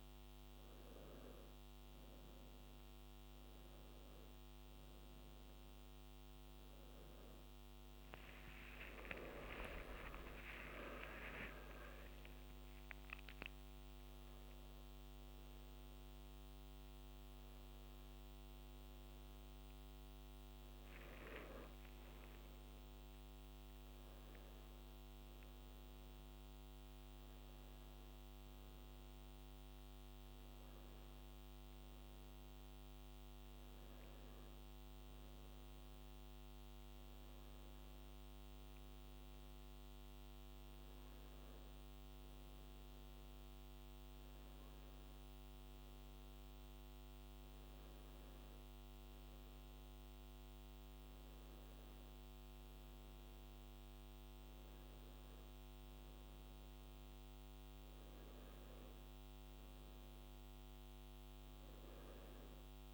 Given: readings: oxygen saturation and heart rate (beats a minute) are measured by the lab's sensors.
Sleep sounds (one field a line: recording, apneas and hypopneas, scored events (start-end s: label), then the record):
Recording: breathing in sleep by a microphone on the trachea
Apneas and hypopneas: none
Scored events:
8.00-12.00 s: arousal
From the record:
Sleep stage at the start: N2 (light sleep)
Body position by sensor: on the back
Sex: male